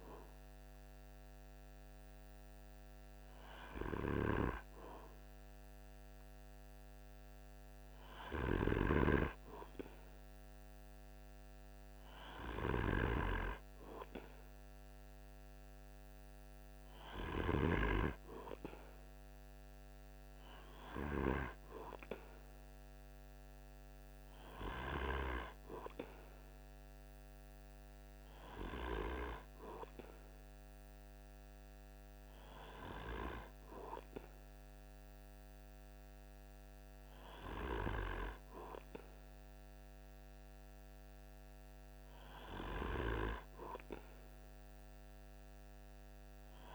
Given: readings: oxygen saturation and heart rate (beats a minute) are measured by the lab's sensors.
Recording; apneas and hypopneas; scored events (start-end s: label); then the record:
breathing in sleep by a microphone on the trachea; none
none scored
From the record:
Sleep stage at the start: N2 (light sleep); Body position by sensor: on the right side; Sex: male